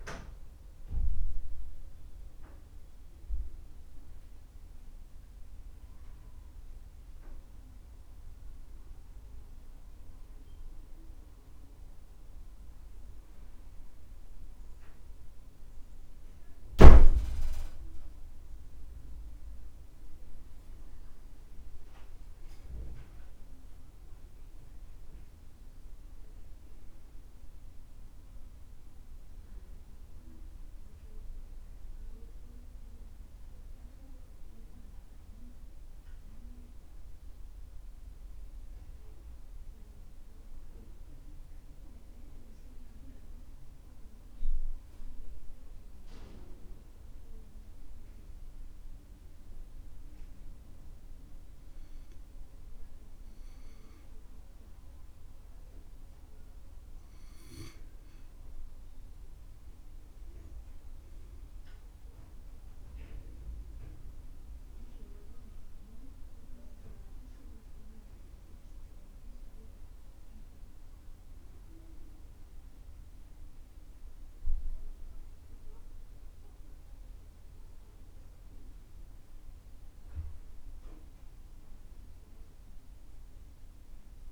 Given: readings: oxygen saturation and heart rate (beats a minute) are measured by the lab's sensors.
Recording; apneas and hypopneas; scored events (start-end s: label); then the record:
breathing in sleep by a room microphone; 2
4.00-16.50 s: hypopnea (oxygen 99% before, 92% lowest, heart rate 65 before, 65 extreme, up 6 after)
19.00-23.50 s: arousal
41.00-54.00 s: mixed apnea (oxygen 97% before, 91% lowest, heart rate 70 before, 65 extreme, up 7 after)
56.50-62.00 s: arousal
59.50-77.50 s: oxygen desaturation (device-marked, oxygen 96% before, 92% lowest, heart rate 67 before, 64 extreme)
From the record:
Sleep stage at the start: N2 (light sleep); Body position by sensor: on the back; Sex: male